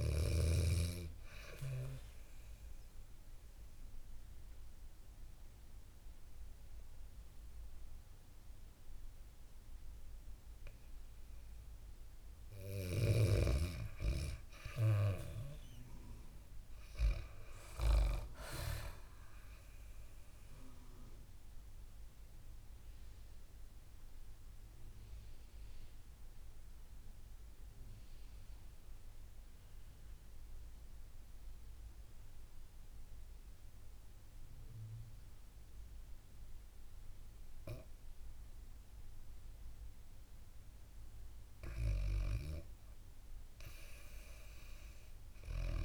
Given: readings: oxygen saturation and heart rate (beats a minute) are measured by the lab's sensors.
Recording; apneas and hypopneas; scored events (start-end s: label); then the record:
breathing in sleep by a room microphone; 2
0.00-13.50 s: oxygen desaturation (device-marked, oxygen 92% lowest, heart rate 63 extreme)
1.00-11.50 s: obstructive apnea (oxygen 97% before, 91% lowest, heart rate 69 before, 65 extreme, up 4 after)
15.50-19.50 s: arousal
21.50-29.50 s: oxygen desaturation (device-marked, oxygen 98% before, 94% lowest, heart rate 70 before, 57 extreme)
22.50-40.50 s: obstructive apnea (oxygen 98% before, 91% lowest, heart rate 70 before, 57 extreme, up 1 after)
40.50-45.84 s: bradycardia (device-marked, heart rate 69 before, 58 extreme)
44.50-45.84 s: arousal
From the record:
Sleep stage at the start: REM sleep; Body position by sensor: on the back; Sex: female